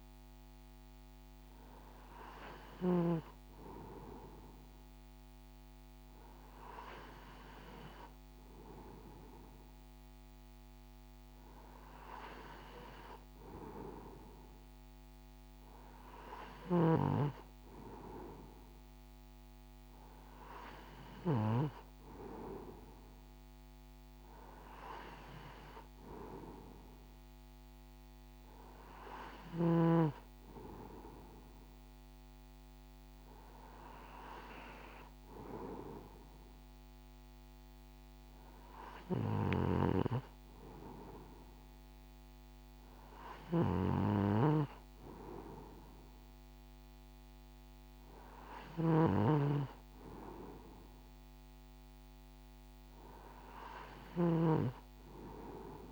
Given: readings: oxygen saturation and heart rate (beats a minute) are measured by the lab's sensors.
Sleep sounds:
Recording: breathing in sleep by a microphone on the trachea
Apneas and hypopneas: none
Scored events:
16.50-21.50 s: snoring (device-marked)
39.00-55.92 s: snoring (device-marked)
From the record:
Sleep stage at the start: N2 (light sleep)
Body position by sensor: on the right side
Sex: male

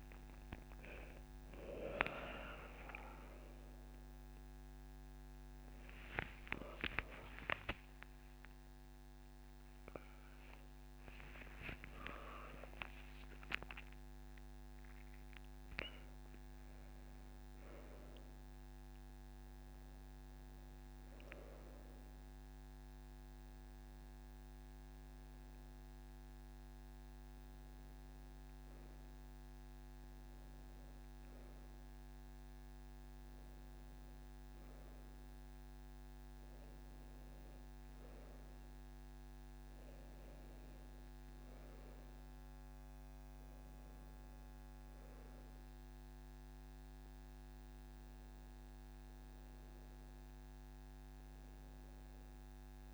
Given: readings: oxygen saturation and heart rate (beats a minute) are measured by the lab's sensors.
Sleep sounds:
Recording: a person awake in a sleep study, by a microphone on the trachea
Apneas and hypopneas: none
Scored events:
none scored
From the record:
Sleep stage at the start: awake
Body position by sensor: on the right side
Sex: female

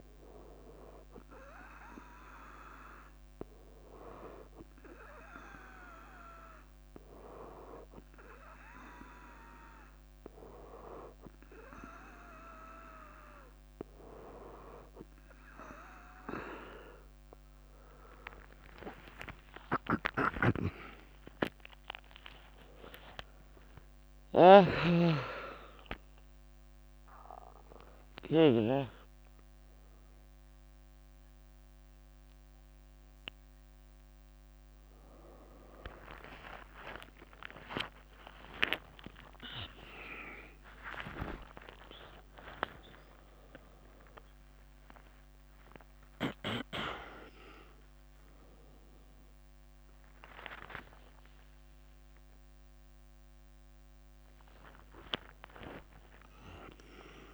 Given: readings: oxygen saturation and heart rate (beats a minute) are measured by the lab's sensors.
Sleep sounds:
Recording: a person awake in a sleep study, by a microphone on the trachea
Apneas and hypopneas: none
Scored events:
0.00-1.50 s: leg movement (device-marked)
3.50-4.50 s: leg movement (device-marked)
13.50-57.34 s: new sleep stage, awake
17.00-23.50 s: leg movement (device-marked)
33.50-40.50 s: tachycardia (device-marked, heart rate 64 before, 126 extreme)
36.00-38.00 s: long interval between heartbeats (device-marked, heart rate 75 before, 87 extreme)
39.00-41.00 s: long interval between heartbeats (device-marked, heart rate 80 before, 121 extreme)
48.50-55.50 s: tachycardia (device-marked, heart rate 65 before, 121 extreme)
50.00-52.00 s: long interval between heartbeats (device-marked, heart rate 95 before, 90 extreme)
54.00-57.34 s: leg movement (device-marked)
55.00-57.00 s: long interval between heartbeats (device-marked, heart rate 102 before, 116 extreme)
From the record:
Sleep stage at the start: N2 (light sleep)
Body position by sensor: on the back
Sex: female

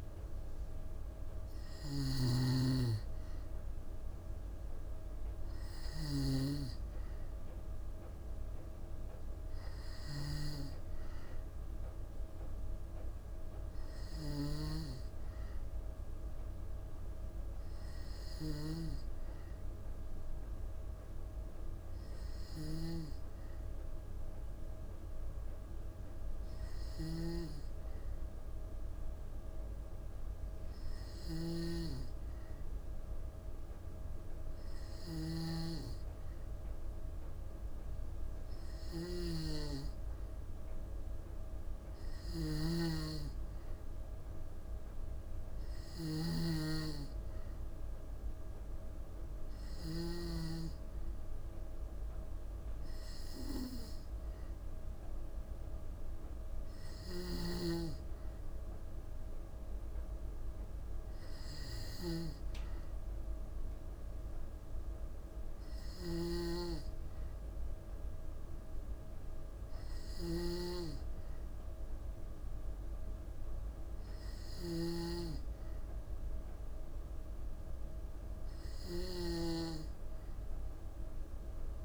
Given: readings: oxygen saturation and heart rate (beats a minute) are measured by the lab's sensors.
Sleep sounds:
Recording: breathing in sleep by a room microphone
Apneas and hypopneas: none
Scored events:
0.00-49.50 s: snoring (device-marked)
65.50-81.85 s: snoring (device-marked)
From the record:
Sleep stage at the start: N2 (light sleep)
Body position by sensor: on the back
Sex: female

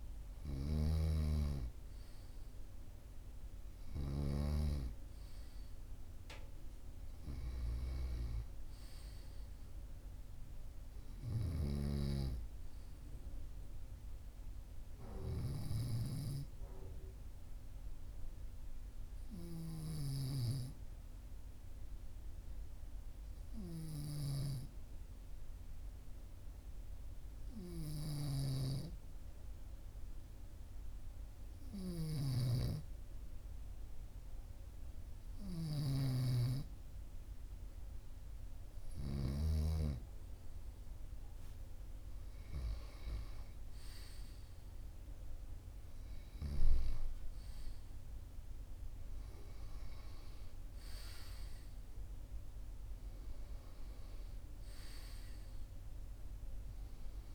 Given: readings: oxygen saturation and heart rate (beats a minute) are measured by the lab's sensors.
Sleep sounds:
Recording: breathing in sleep by a room microphone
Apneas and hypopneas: 1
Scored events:
0.00-4.50 s: snoring (device-marked)
16.50-32.50 s: hypopnea (oxygen 97% before, 96% lowest, heart rate 45 before, 44 extreme, up 1 after)
32.00-39.50 s: snoring (device-marked)
34.50-39.00 s: arousal
From the record:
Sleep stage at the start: N2 (light sleep)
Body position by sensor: on the right side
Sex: male

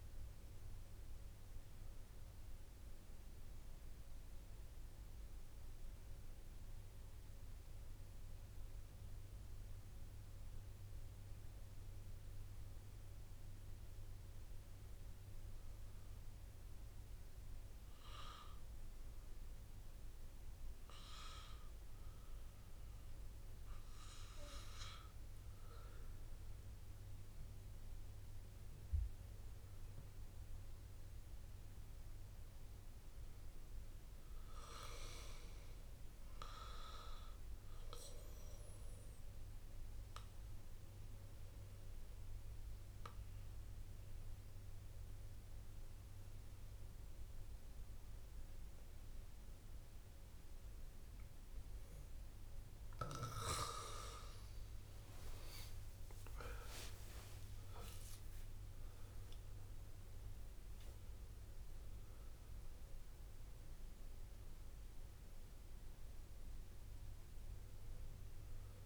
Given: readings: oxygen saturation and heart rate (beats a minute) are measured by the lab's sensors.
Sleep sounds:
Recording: breathing in sleep by a room microphone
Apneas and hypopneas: 2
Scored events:
0.00-10.00 s: oxygen desaturation (device-marked, oxygen 94% lowest)
9.00-12.00 s: arousal
14.00-25.00 s: obstructive apnea (oxygen 99% before, 94% lowest)
29.50-33.50 s: arousal
40.00-53.00 s: mixed apnea (oxygen 99% before, 94% lowest)
55.50-62.00 s: arousal
61.00-68.86 s: oxygen desaturation (device-marked, oxygen 98% before, 94% lowest)
From the record:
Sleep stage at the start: N2 (light sleep)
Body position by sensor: on the back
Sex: male

